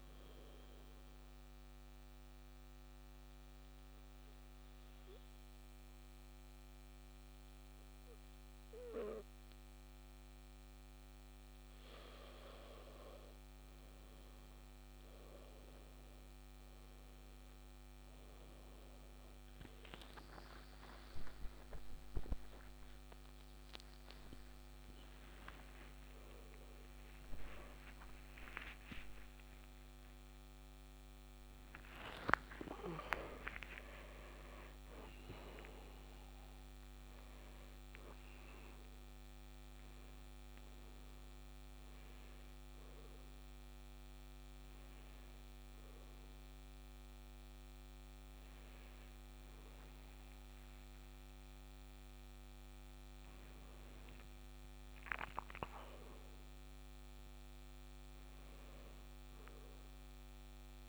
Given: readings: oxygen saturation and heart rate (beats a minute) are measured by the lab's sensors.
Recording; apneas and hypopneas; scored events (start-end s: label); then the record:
a person partly awake in a sleep study, by a microphone on the trachea; 1
1.50-12.50 s: central apnea (oxygen 97% before, 93% lowest, heart rate 72 before, 60 extreme, up 58 after)
13.50-16.50 s: tachycardia (device-marked, heart rate 66 before, 101 extreme)
16.50-46.50 s: new sleep stage, awake
17.50-24.50 s: tachycardia (device-marked, heart rate 66 before, 139 extreme)
25.50-27.50 s: tachycardia (device-marked, heart rate 67 before, 139 extreme)
28.50-32.50 s: tachycardia (device-marked, heart rate 68 before, 110 extreme)
46.50-60.89 s: new sleep stage, N2 (light sleep)
52.50-60.50 s: tachycardia (device-marked, heart rate 69 before, 151 extreme)
From the record:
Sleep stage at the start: N2 (light sleep); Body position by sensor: on the back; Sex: male